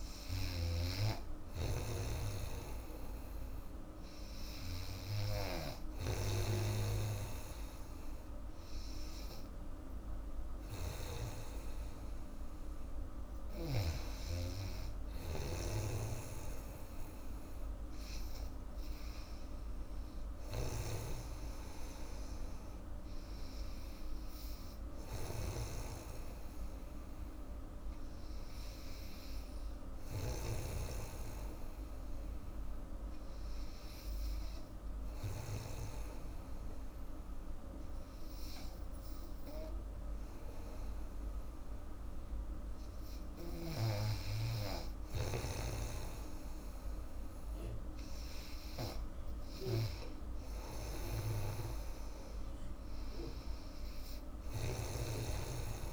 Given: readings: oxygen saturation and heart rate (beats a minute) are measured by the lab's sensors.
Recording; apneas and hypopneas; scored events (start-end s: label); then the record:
breathing in sleep by a room microphone; 1
0.00-11.50 s: snoring (device-marked)
20.50-36.00 s: snoring (device-marked)
29.50-43.50 s: hypopnea (oxygen 96% before, 93% lowest, heart rate 82 before, 77 extreme, up 8 after)
43.50-55.00 s: snoring (device-marked)
46.00-49.50 s: arousal
48.50-55.93 s: oxygen desaturation (device-marked, oxygen 97% before, 93% lowest, heart rate 77 before, 77 extreme)
From the record:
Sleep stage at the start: N2 (light sleep); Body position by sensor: on the back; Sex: female